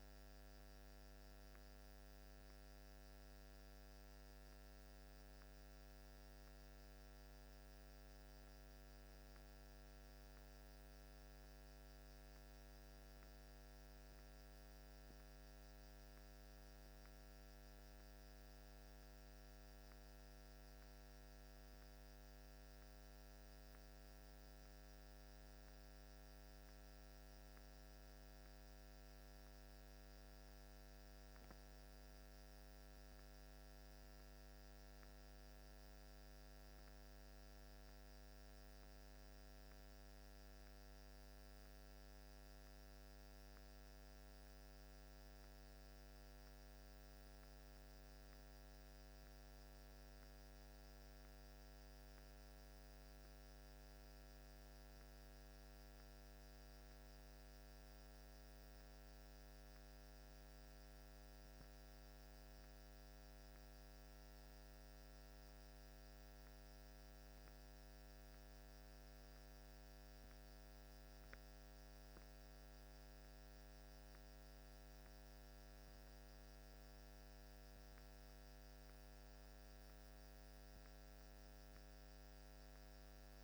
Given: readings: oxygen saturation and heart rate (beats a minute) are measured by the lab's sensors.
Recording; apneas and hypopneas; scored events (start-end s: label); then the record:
breathing in sleep, hard to hear, by a microphone on the trachea; none
31.00-36.00 s: arousal
From the record:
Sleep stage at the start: N1 (lightest sleep); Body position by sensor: on the back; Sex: male